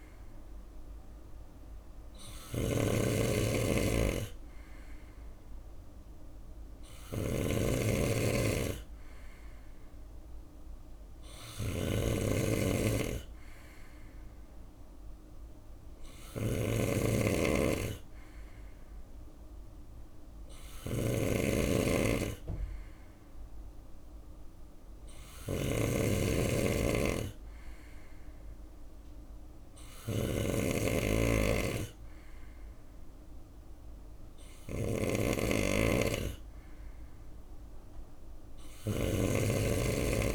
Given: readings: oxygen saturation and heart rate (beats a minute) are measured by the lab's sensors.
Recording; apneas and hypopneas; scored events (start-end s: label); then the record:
breathing in sleep by a room microphone; none
0.00-40.35 s: snoring (device-marked)
From the record:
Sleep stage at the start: N3 (deep sleep); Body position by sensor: on the right side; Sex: male